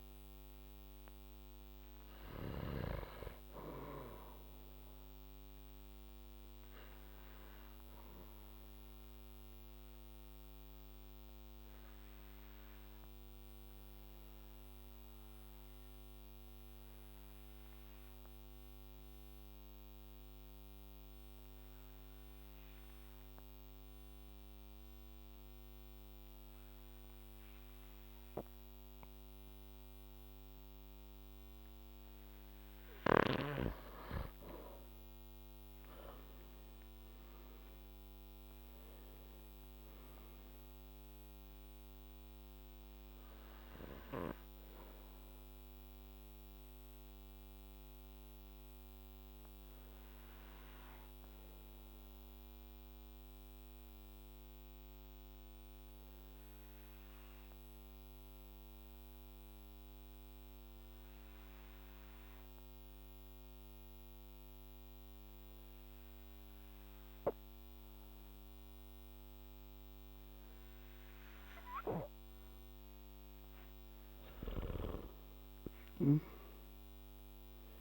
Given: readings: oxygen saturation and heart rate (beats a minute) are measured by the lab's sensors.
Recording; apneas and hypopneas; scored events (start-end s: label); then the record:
breathing in sleep by a microphone on the trachea; 2
0.00-1.00 s: arousal
7.00-26.00 s: oxygen desaturation (device-marked, oxygen 97% before, 91% lowest, heart rate 57 before, 54 extreme)
7.00-32.00 s: obstructive apnea (oxygen 97% before, 90% lowest, heart rate 57 before, 53 extreme, up 4 after)
34.50-39.50 s: arousal
44.00-72.00 s: obstructive apnea (oxygen 98% before, 90% lowest, heart rate 59 before, 53 extreme, up 5 after)
52.00-65.00 s: oxygen desaturation (device-marked, oxygen 96% before, 90% lowest, heart rate 58 before, 56 extreme)
75.00-77.81 s: arousal
From the record:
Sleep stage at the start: N2 (light sleep); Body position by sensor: on the back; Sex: male